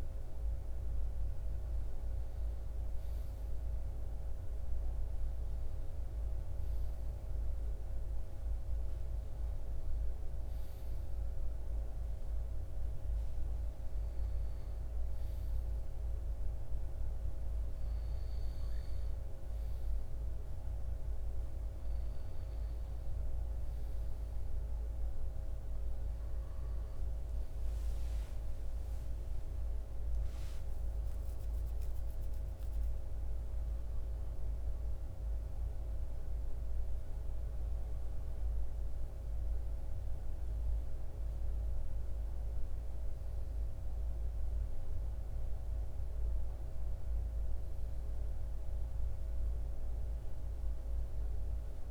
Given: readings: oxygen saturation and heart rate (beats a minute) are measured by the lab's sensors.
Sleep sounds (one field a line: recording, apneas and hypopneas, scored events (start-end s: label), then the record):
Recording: breathing in sleep, hard to hear, by a room microphone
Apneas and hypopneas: none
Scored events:
31.00-36.50 s: arousal
From the record:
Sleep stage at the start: N2 (light sleep)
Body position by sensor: on the left side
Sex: male